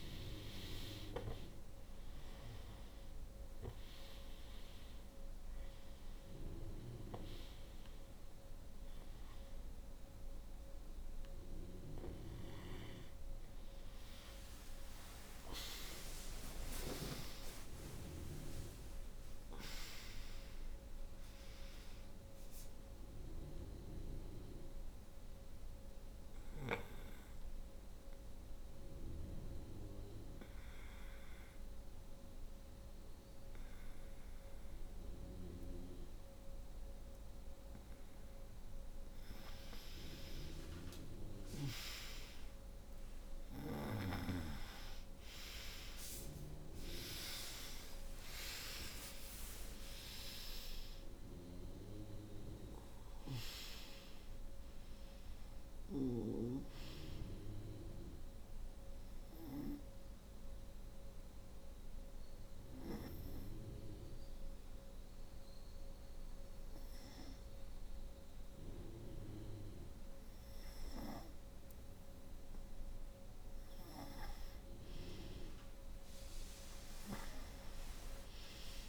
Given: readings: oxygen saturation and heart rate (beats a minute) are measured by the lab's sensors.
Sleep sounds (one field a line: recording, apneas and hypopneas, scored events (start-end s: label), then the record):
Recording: a person partly awake in a sleep study, by a room microphone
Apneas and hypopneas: 2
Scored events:
18.00-48.00 s: new sleep stage, N1 (lightest sleep)
22.00-38.00 s: hypopnea (oxygen 97% before, 89% lowest, heart rate 73 before, 65 extreme, up 4 after)
42.00-46.50 s: arousal
48.00-78.89 s: new sleep stage, N2 (light sleep)
49.00-75.00 s: oxygen desaturation (device-marked, oxygen 95% before, 89% lowest, heart rate 67 before, 64 extreme)
58.50-72.50 s: obstructive apnea (oxygen 95% before, 89% lowest, heart rate 73 before, 64 extreme, up 8 after)
74.50-78.89 s: arousal
From the record:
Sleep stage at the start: awake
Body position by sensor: on the right side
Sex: female